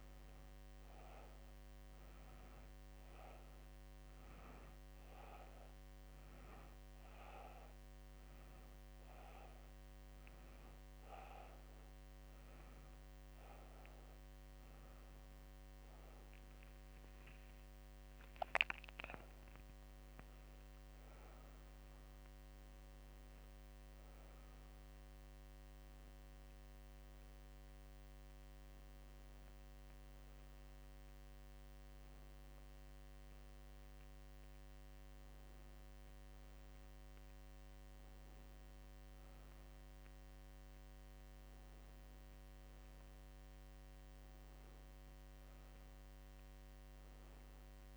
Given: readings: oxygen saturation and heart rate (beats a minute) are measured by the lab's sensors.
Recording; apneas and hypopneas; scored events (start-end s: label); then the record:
breathing in sleep, hard to hear, by a microphone on the trachea; none
none scored
From the record:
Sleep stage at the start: N2 (light sleep); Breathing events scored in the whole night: 111 in 5.1 hours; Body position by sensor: on the back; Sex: female